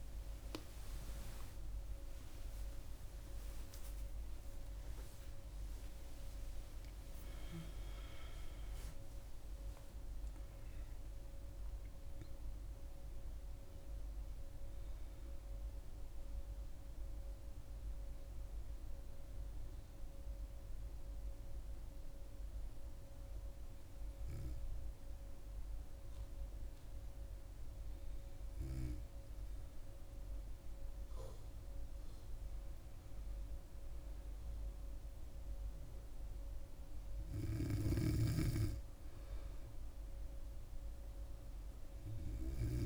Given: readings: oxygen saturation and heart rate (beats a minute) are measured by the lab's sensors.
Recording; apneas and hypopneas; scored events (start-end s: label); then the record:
a person partly awake in a sleep study, by a room microphone; none
4.50-8.50 s: oxygen desaturation (device-marked, oxygen 97% before, 94% lowest, heart rate 80 before, 66 extreme)
20.50-42.86 s: new sleep stage, N2 (light sleep)
37.50-42.86 s: snoring (device-marked)
From the record:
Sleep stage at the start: awake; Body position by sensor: on the back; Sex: female